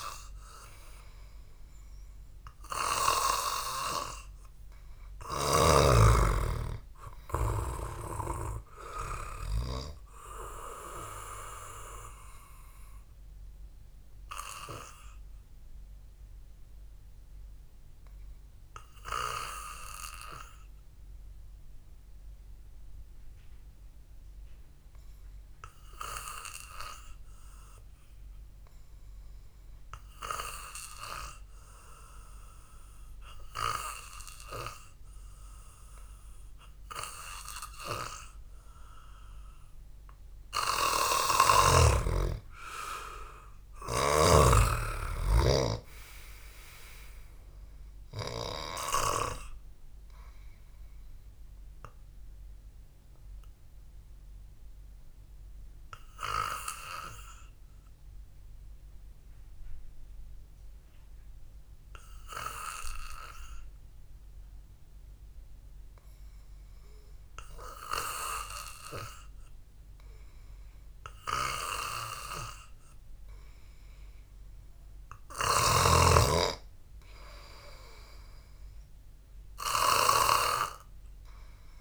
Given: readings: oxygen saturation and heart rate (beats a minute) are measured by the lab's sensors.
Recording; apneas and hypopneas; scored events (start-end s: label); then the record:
breathing in sleep by a room microphone; 2
6.00-10.50 s: snoring (device-marked)
6.00-34.00 s: oxygen desaturation (device-marked, oxygen 96% before, 93% lowest, heart rate 57 before, 54 extreme)
16.00-40.00 s: hypopnea (oxygen 98% before, 93% lowest, heart rate 57 before, 54 extreme)
42.00-45.50 s: arousal
54.00-67.00 s: obstructive apnea (oxygen 97% before, 91% lowest, heart rate 58 before, 55 extreme, up 1 after)
67.00-74.00 s: oxygen desaturation (device-marked, oxygen 96% before, 93% lowest, heart rate 62 before, 55 extreme)
70.00-74.00 s: arousal
From the record:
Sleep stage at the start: N2 (light sleep); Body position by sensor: on the back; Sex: male